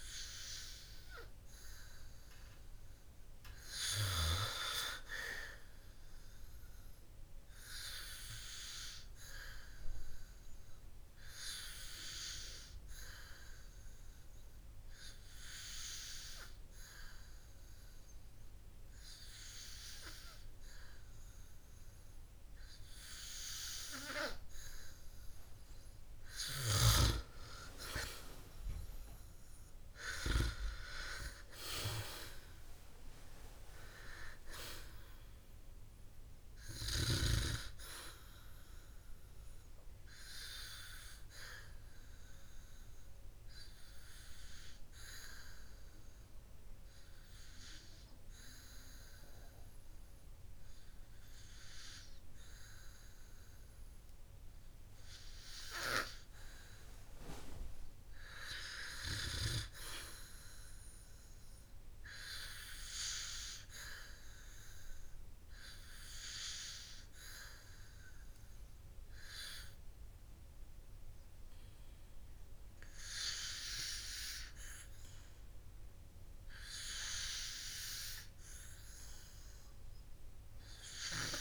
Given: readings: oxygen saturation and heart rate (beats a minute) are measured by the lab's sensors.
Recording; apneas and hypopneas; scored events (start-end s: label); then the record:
breathing in sleep by a room microphone; 2
8.00-22.50 s: hypopnea (oxygen 97% before, 94% lowest, heart rate 60 before, 54 extreme, up 5 after)
12.00-30.00 s: oxygen desaturation (device-marked, oxygen 97% before, 94% lowest, heart rate 60 before, 52 extreme)
31.00-35.00 s: arousal
41.50-54.00 s: hypopnea (oxygen 97% before, 95% lowest, heart rate 62 before, 52 extreme, up 8 after)
57.50-61.00 s: arousal
From the record:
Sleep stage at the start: N2 (light sleep); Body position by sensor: on the back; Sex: male